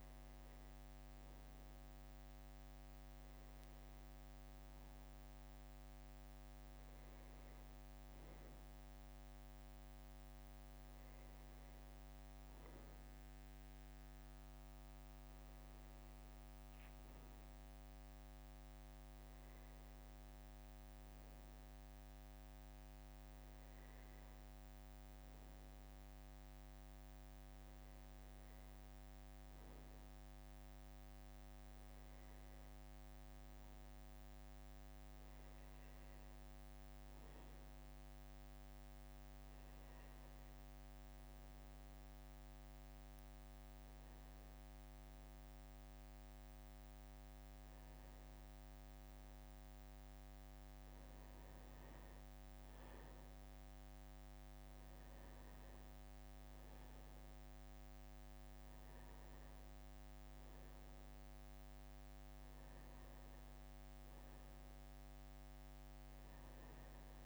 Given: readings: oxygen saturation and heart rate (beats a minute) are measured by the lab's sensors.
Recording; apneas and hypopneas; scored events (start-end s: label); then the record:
a person awake in a sleep study, hard to hear, by a microphone on the trachea; none
none scored
From the record:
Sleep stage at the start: awake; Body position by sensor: on the back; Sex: male